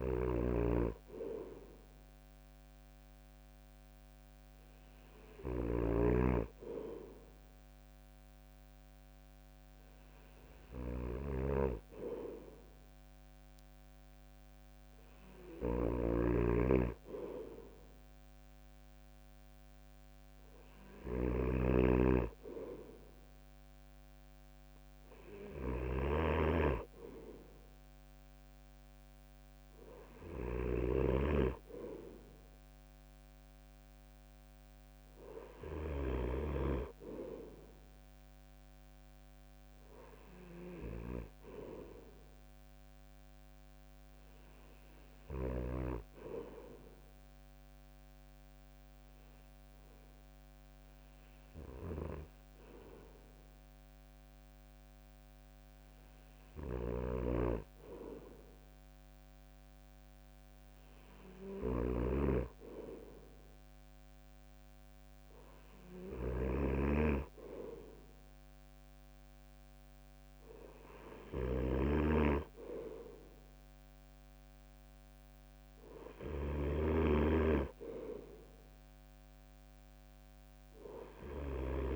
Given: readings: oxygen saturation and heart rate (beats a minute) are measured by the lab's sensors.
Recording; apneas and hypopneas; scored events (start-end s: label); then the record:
breathing in sleep by a microphone on the trachea; none
0.00-35.50 s: snoring (device-marked)
51.00-81.96 s: snoring (device-marked)
From the record:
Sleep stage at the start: N2 (light sleep); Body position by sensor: on the right side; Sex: male